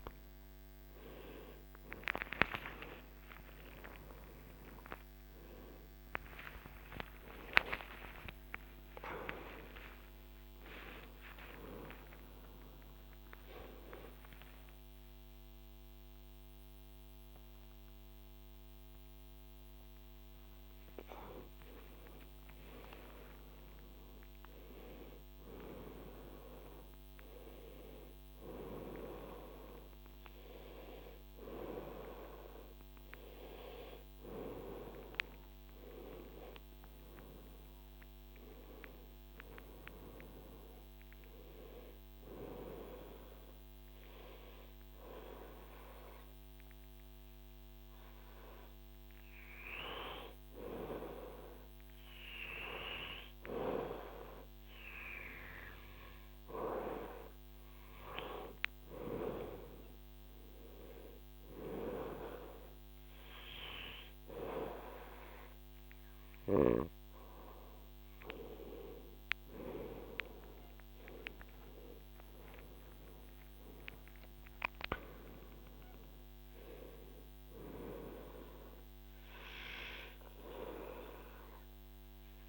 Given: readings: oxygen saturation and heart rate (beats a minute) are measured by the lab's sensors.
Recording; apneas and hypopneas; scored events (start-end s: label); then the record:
a person partly awake in a sleep study, by a microphone on the trachea; none
18.50-48.50 s: new sleep stage, N1 (lightest sleep)
48.50-82.49 s: new sleep stage, N2 (light sleep)
From the record:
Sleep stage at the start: awake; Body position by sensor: on the right side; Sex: female